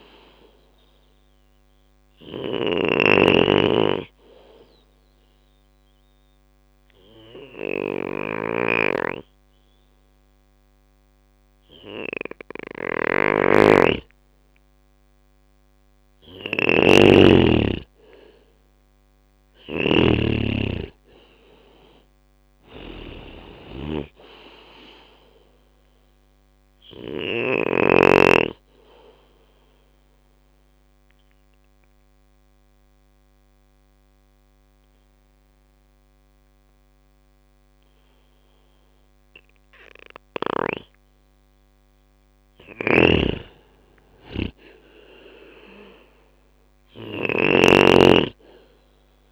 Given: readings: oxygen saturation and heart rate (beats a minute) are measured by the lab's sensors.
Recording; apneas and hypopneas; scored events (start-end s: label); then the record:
breathing in sleep by a microphone on the trachea; 2
0.00-27.00 s: snoring (device-marked)
3.00-14.00 s: obstructive apnea (oxygen 95% before, 90% lowest, heart rate 68 before, 66 extreme, up 6 after)
3.00-14.00 s: oxygen desaturation (device-marked, oxygen 95% before, 90% lowest, heart rate 68 before, 66 extreme)
16.50-20.50 s: arousal
19.00-30.00 s: drop in pulse transit time (device-marked, heart rate 68 before, 69 extreme)
25.00-41.00 s: oxygen desaturation (device-marked, oxygen 96% before, 90% lowest, heart rate 69 before, 64 extreme)
29.50-40.50 s: obstructive apnea (oxygen 96% before, 90% lowest, heart rate 70 before, 64 extreme, up 4 after)
42.00-49.32 s: snoring (device-marked)
43.00-46.50 s: arousal
44.00-49.32 s: drop in pulse transit time (device-marked, heart rate 69 before, 64 extreme)
From the record:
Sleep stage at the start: N2 (light sleep); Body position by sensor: on the back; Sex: male